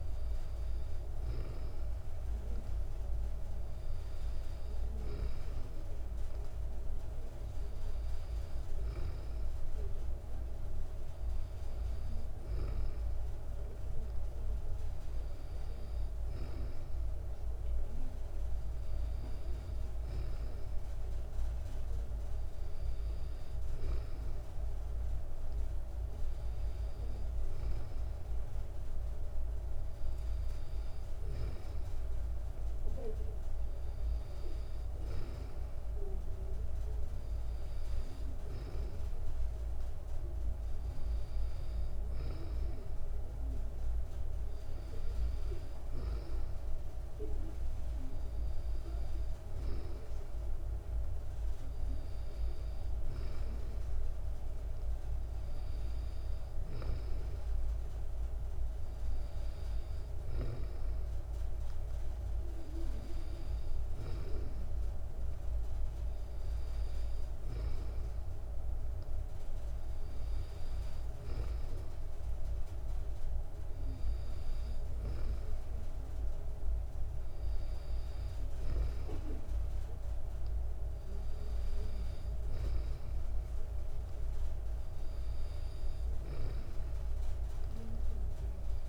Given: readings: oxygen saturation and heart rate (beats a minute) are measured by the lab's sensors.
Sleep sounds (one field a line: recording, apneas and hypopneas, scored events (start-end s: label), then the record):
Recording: breathing in sleep, hard to hear, by a room microphone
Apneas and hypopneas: none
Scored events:
none scored
From the record:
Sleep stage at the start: N2 (light sleep)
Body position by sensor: on the back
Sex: female